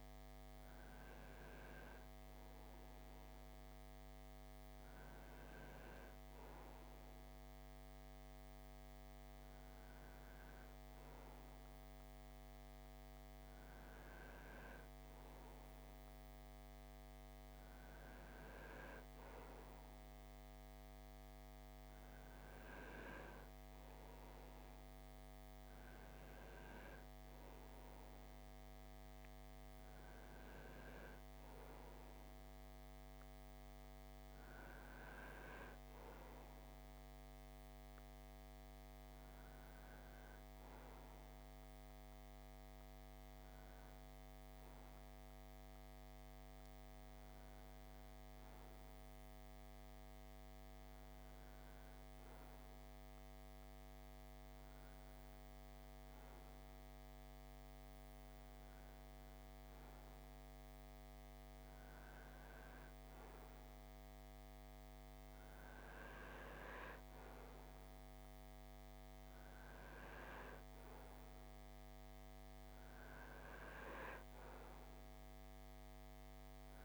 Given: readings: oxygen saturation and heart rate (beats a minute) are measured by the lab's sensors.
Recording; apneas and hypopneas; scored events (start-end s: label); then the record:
breathing in sleep, hard to hear, by a microphone on the trachea; none
24.50-29.00 s: arousal
From the record:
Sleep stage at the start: REM sleep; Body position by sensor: on the right side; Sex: male